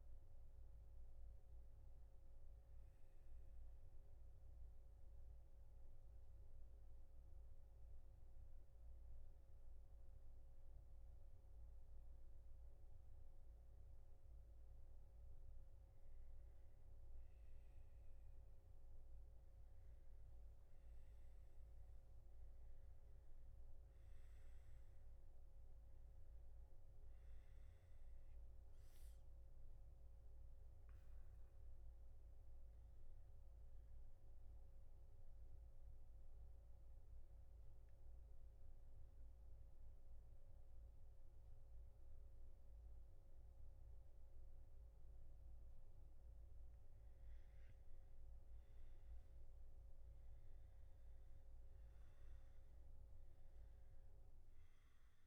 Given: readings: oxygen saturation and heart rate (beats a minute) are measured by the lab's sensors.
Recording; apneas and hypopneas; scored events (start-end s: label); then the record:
breathing in sleep, hard to hear, by a room microphone; 2
3.50-17.00 s: obstructive apnea (oxygen 96% before, 91% lowest, heart rate 122 before, 122 extreme, up 5 after)
30.00-48.00 s: oxygen desaturation (device-marked, oxygen 95% before, 91% lowest, heart rate 126 before, 118 extreme)
35.00-47.00 s: obstructive apnea (oxygen 95% before, 91% lowest, heart rate 126 before, 118 extreme, up 3 after)
From the record:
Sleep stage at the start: N3 (deep sleep); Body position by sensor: on the back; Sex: male